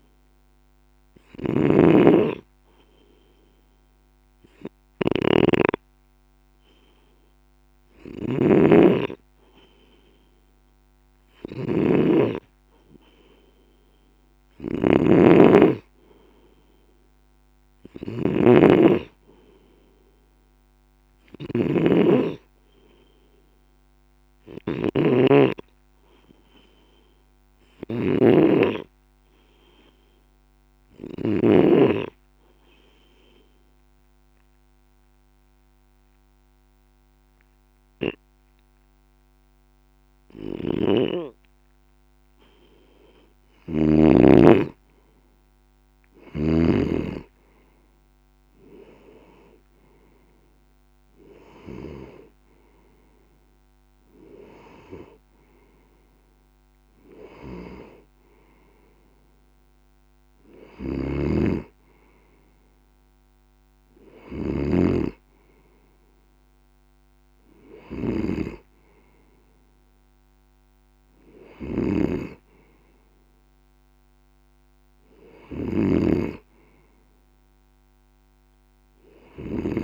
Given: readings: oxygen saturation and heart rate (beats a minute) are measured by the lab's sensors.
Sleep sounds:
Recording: breathing in sleep by a microphone on the trachea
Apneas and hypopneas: 1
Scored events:
0.00-31.00 s: snoring (device-marked)
32.00-44.00 s: obstructive apnea (oxygen 95% before, 93% lowest, heart rate 51 before, 51 extreme, up 3 after)
40.00-46.50 s: snoring (device-marked)
46.00-48.50 s: arousal
60.50-79.84 s: snoring (device-marked)
From the record:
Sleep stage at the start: N2 (light sleep)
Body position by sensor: on the left side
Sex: male

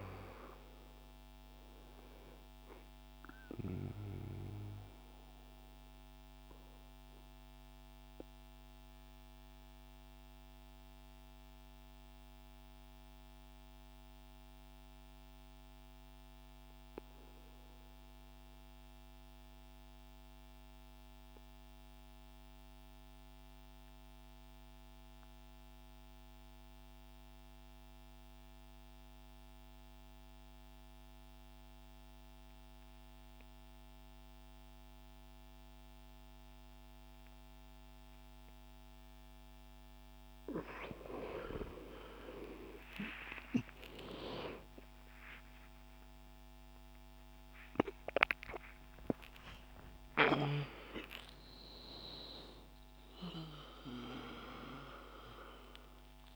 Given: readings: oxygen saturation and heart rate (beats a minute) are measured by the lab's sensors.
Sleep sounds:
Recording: breathing in sleep by a microphone on the trachea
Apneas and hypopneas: 1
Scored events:
4.00-40.00 s: mixed apnea (oxygen 99% before, 90% lowest)
35.00-56.36 s: oxygen desaturation (device-marked, oxygen 98% before, 90% lowest)
42.50-49.50 s: arousal
From the record:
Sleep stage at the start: N2 (light sleep)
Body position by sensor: on the right side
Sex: male

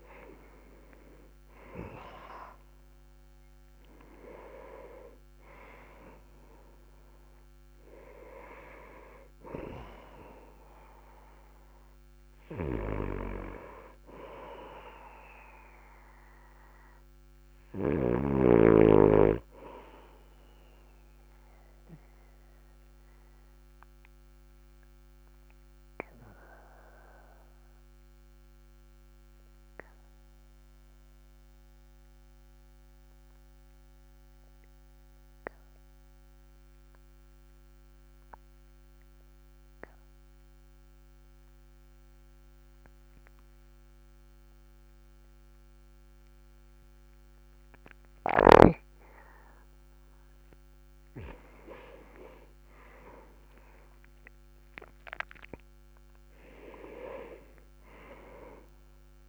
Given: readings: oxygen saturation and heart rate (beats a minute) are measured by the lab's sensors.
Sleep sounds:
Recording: breathing in sleep by a microphone on the trachea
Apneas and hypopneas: 1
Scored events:
0.00-2.00 s: arousal
21.00-49.50 s: obstructive apnea (oxygen 99% before, 94% lowest, heart rate 47 before, 39 extreme, up 10 after)
29.00-46.00 s: oxygen desaturation (device-marked, oxygen 99% before, 96% lowest, heart rate 47 before, 39 extreme)
51.50-56.00 s: arousal
From the record:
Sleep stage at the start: N2 (light sleep)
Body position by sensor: on the back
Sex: male

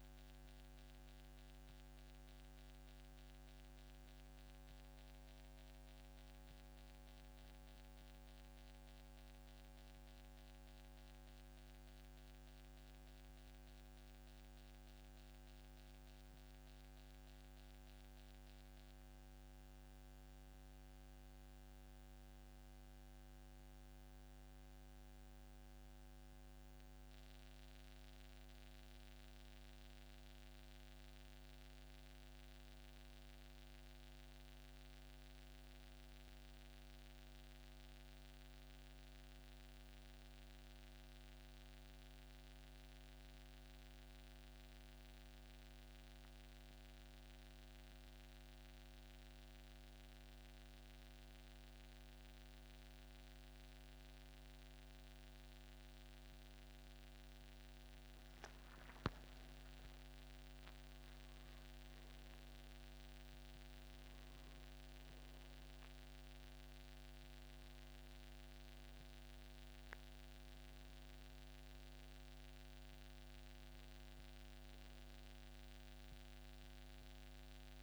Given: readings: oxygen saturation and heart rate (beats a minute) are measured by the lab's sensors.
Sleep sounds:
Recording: a person awake in a sleep study, hard to hear, by a microphone on the trachea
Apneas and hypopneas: none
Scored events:
60.00-77.83 s: new sleep stage, N1 (lightest sleep)
From the record:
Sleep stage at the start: awake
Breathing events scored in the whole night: 247 in 4.9 hours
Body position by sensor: on the back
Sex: male

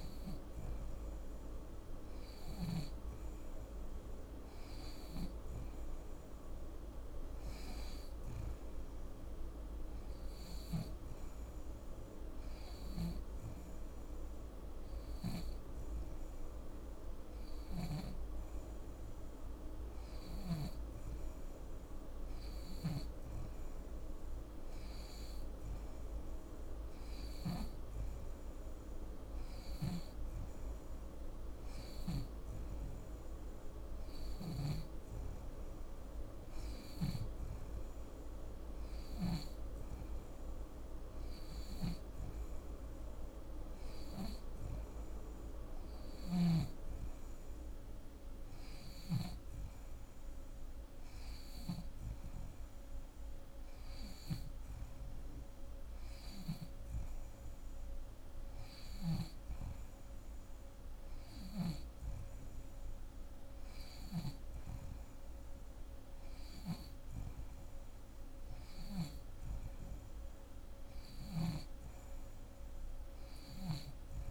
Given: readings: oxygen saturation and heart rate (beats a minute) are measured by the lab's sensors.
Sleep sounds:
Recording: breathing in sleep by a room microphone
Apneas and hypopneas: none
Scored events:
0.00-2.50 s: snoring (device-marked)
34.00-39.00 s: snoring (device-marked)
45.50-49.00 s: snoring (device-marked)
73.00-74.31 s: snoring (device-marked)
From the record:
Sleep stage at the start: N2 (light sleep)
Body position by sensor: on the back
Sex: female

